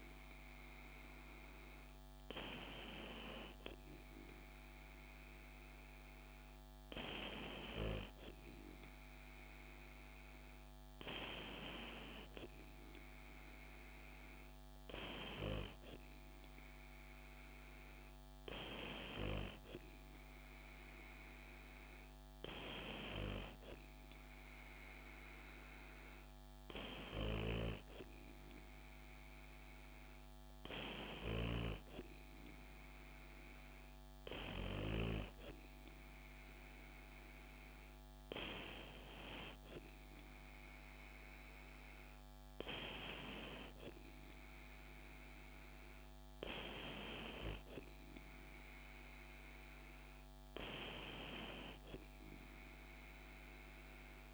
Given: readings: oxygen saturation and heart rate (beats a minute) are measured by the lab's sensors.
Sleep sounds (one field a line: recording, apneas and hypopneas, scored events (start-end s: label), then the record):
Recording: breathing in sleep by a microphone on the trachea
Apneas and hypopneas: none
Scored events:
none scored
From the record:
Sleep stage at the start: N2 (light sleep)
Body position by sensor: on the back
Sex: female